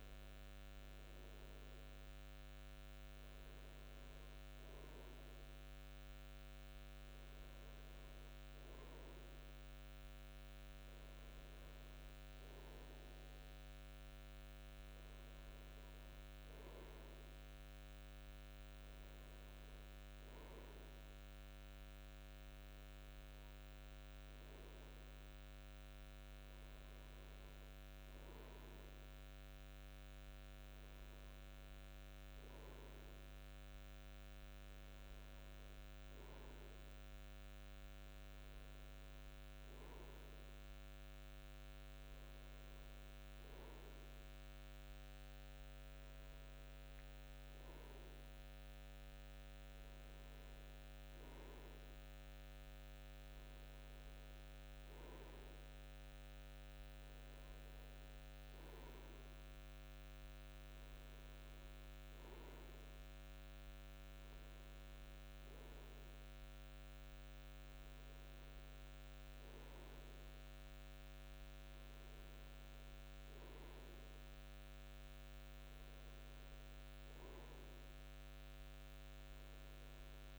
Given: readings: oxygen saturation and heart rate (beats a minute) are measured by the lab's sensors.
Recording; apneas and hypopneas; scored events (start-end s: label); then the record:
breathing in sleep, hard to hear, by a microphone on the trachea; none
none scored
From the record:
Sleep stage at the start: N2 (light sleep); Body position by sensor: on the front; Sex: male